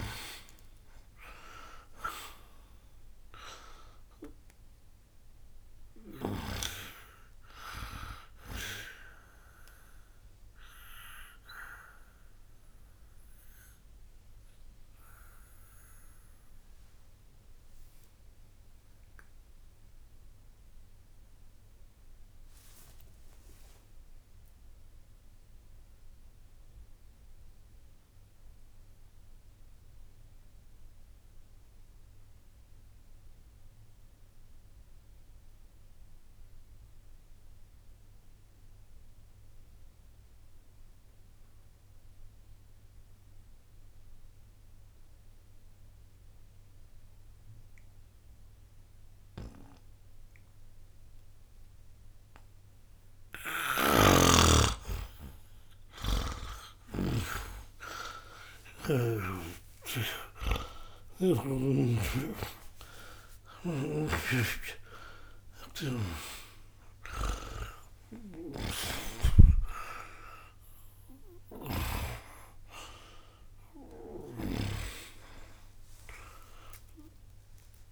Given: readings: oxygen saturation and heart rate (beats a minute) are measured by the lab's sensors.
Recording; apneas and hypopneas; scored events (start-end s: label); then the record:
breathing in sleep by a room microphone; 1
0.00-31.00 s: oxygen desaturation (device-marked, oxygen 77% lowest, heart rate 60 extreme)
9.50-52.00 s: obstructive apnea (oxygen 97% before, 77% lowest, heart rate 96 before, 60 extreme, up 60 after)
51.00-77.92 s: oxygen desaturation (device-marked, oxygen 98% before, 78% lowest, heart rate 60 before, 60 extreme)
53.50-61.00 s: snoring (device-marked)
58.00-63.00 s: arousal
63.00-74.50 s: snoring (device-marked)
From the record:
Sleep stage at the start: N2 (light sleep); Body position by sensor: on the back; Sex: male